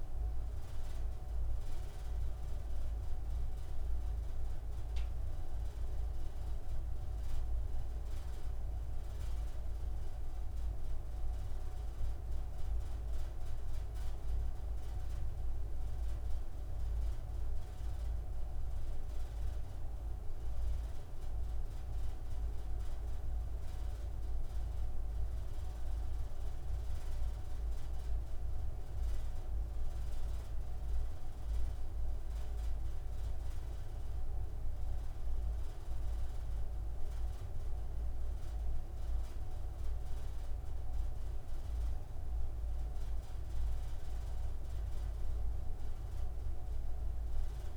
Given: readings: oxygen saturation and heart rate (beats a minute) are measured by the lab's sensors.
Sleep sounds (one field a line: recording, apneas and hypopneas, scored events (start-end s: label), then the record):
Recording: breathing in sleep, hard to hear, by a room microphone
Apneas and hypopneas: none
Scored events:
none scored
From the record:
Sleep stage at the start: N3 (deep sleep)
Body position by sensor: on the front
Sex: male